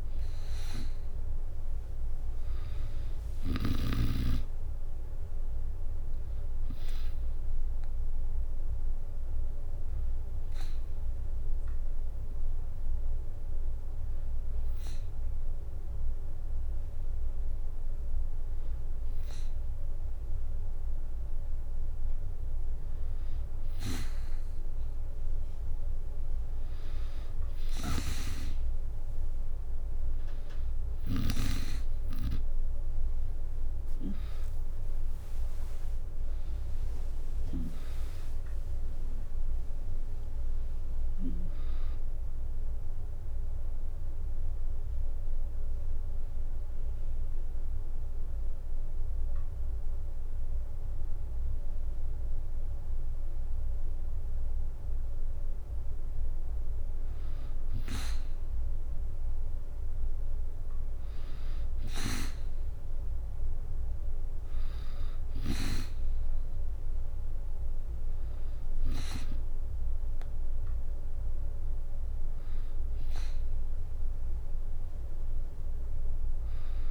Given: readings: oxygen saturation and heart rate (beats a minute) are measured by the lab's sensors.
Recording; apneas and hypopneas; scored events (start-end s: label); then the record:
breathing in sleep by a room microphone; 2
0.00-1.00 s: arousal
2.00-14.00 s: drop in pulse transit time (device-marked, heart rate 66 before, 64 extreme)
8.00-20.00 s: hypopnea (oxygen 96% before, 92% lowest, heart rate 67 before, 61 extreme, up 6 after)
27.00-31.00 s: snoring (device-marked)
30.50-34.00 s: arousal
32.00-43.00 s: oxygen desaturation (device-marked, oxygen 96% before, 92% lowest, heart rate 65 before, 61 extreme)
33.00-44.00 s: drop in pulse transit time (device-marked, heart rate 65 before, 70 extreme)
36.00-38.00 s: long interval between heartbeats (device-marked, heart rate 67 before, 79 extreme)
42.50-53.50 s: hypopnea (oxygen 96% before, 92% lowest, heart rate 73 before, 61 extreme, up 5 after)
57.50-60.00 s: arousal
63.00-76.90 s: oxygen desaturation (device-marked, oxygen 96% before, 92% lowest, heart rate 64 before, 65 extreme)
From the record:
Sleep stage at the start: N2 (light sleep); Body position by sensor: on the back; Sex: female